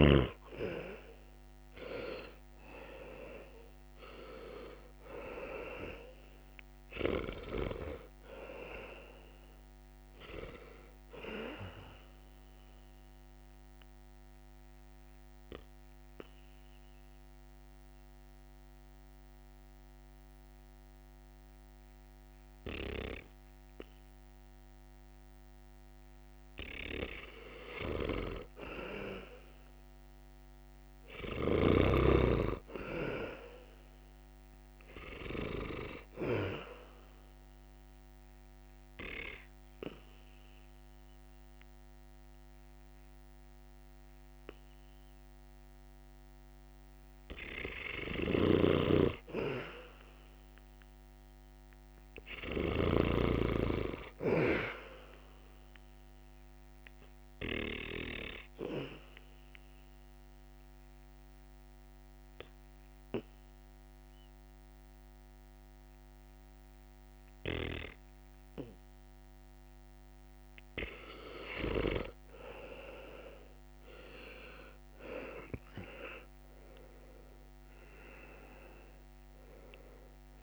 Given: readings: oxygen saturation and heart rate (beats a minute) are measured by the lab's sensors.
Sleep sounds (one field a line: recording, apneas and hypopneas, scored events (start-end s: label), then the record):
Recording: breathing in sleep by a microphone on the trachea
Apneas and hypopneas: 3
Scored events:
0.00-3.00 s: oxygen desaturation (device-marked, oxygen 93% lowest, heart rate 65 extreme)
1.00-5.00 s: arousal
11.00-30.00 s: oxygen desaturation (device-marked, oxygen 97% before, 91% lowest, heart rate 70 before, 65 extreme)
12.50-27.00 s: obstructive apnea (oxygen 98% before, 91% lowest, heart rate 71 before, 65 extreme, up 6 after)
30.00-33.00 s: arousal
36.50-47.50 s: obstructive apnea (oxygen 98% before, 92% lowest, heart rate 68 before, 63 extreme, up 1 after)
44.00-58.00 s: oxygen desaturation (device-marked, oxygen 98% before, 92% lowest, heart rate 70 before, 63 extreme)
50.00-54.00 s: arousal
59.00-70.50 s: obstructive apnea (oxygen 98% before, 90% lowest, heart rate 69 before, 63 extreme, up 9 after)
66.00-76.00 s: oxygen desaturation (device-marked, oxygen 97% before, 93% lowest, heart rate 69 before, 65 extreme)
74.50-78.50 s: arousal
From the record:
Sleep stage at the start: N2 (light sleep)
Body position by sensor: on the back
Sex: male